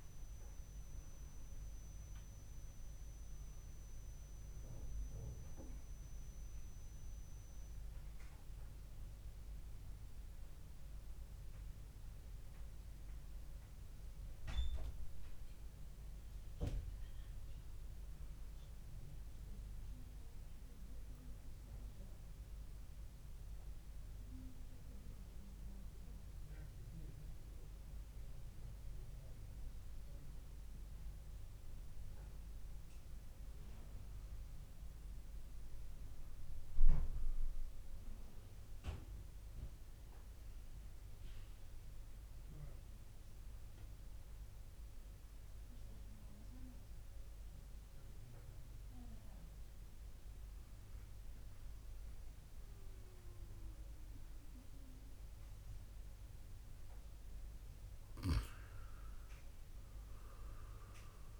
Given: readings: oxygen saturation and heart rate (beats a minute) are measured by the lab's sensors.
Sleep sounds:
breathing in sleep, hard to hear, by a room microphone; 1
6.00-57.00 s: hypopnea (oxygen 95% before, 91% lowest, heart rate 65 before, 54 extreme, up 4 after)
58.00-61.40 s: oxygen desaturation (device-marked, oxygen 99% before, 96% lowest, heart rate 56 before, 53 extreme)
60.00-61.40 s: arousal
From the record:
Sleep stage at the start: REM sleep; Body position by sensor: on the back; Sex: male

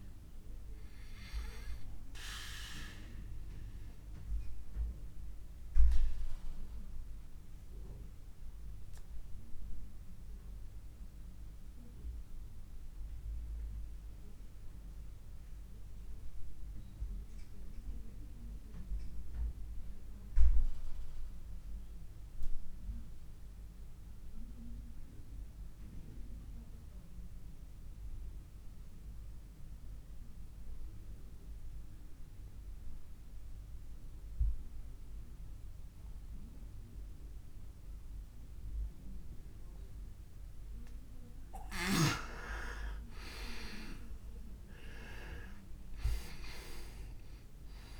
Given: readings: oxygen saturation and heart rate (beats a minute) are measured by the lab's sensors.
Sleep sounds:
breathing in sleep by a room microphone; 1
0.00-20.00 s: oxygen desaturation (device-marked, oxygen 93% lowest)
2.00-41.50 s: obstructive apnea (oxygen 100% before, 85% lowest)
33.00-47.99 s: oxygen desaturation (device-marked, oxygen 99% before, 85% lowest, heart rate 41 before, 27 extreme)
44.50-47.99 s: arousal
From the record:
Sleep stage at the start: N2 (light sleep); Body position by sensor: on the back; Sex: male

